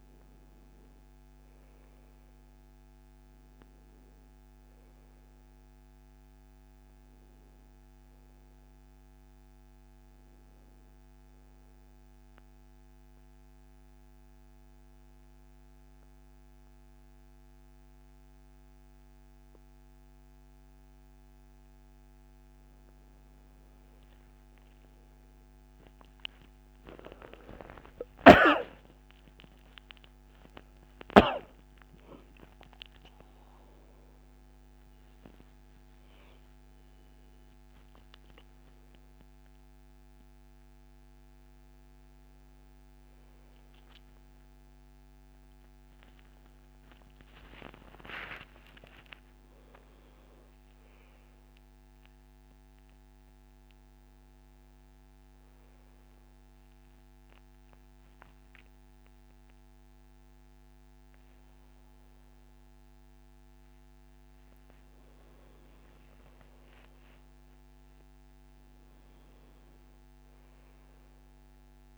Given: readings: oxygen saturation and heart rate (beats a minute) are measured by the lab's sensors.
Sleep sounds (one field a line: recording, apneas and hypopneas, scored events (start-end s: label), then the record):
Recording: a person awake in a sleep study, by a microphone on the trachea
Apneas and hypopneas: 1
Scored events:
0.00-12.50 s: oxygen desaturation (device-marked, oxygen 85% lowest, heart rate 61 extreme)
11.50-22.50 s: obstructive apnea (oxygen 98% before, 92% lowest, heart rate 75 before, 61 extreme, up 43 after)
19.50-71.98 s: new sleep stage, awake
27.50-31.00 s: snoring (device-marked)
30.50-45.50 s: oxygen desaturation (device-marked, oxygen 97% before, 92% lowest, heart rate 75 before, 76 extreme)
From the record:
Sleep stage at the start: N2 (light sleep)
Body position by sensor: on the back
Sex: male